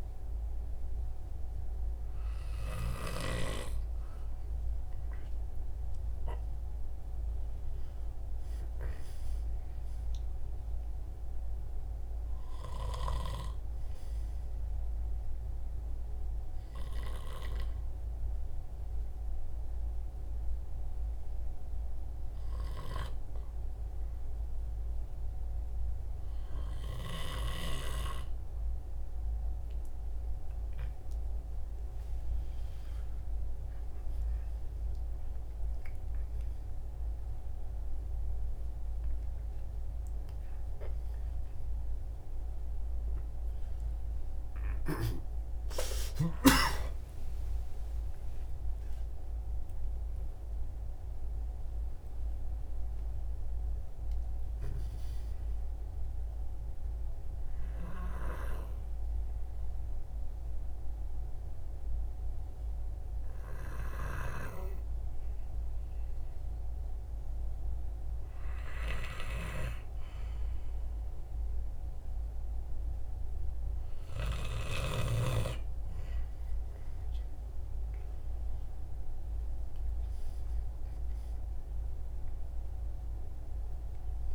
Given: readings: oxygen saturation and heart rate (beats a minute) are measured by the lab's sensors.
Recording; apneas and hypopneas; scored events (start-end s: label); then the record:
breathing in sleep by a room microphone; 2
10.00-13.00 s: arousal
19.50-30.50 s: hypopnea (oxygen 95% before, 93% lowest, heart rate 73 before, 60 extreme, up 24 after)
32.00-36.50 s: arousal
38.00-49.00 s: oxygen desaturation (device-marked, oxygen 96% before, 93% lowest, heart rate 67 before, 56 extreme)
50.50-55.00 s: arousal
57.50-73.50 s: hypopnea (oxygen 96% before, 94% lowest, heart rate 99 before, 56 extreme, up 22 after)
77.50-81.00 s: arousal
From the record:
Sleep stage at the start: N2 (light sleep); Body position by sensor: on the right side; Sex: male